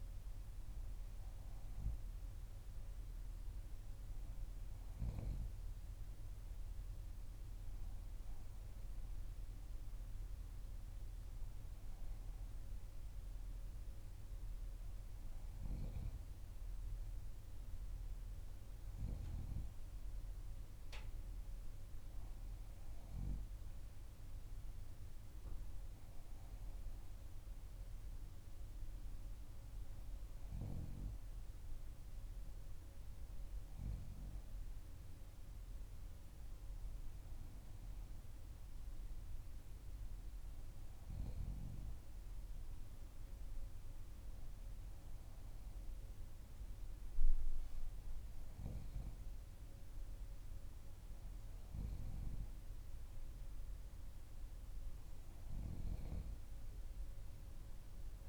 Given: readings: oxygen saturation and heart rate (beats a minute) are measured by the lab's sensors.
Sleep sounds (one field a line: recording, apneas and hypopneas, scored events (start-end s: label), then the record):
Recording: breathing in sleep by a room microphone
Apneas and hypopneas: none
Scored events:
none scored
From the record:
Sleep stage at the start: N2 (light sleep)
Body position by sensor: on the back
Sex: female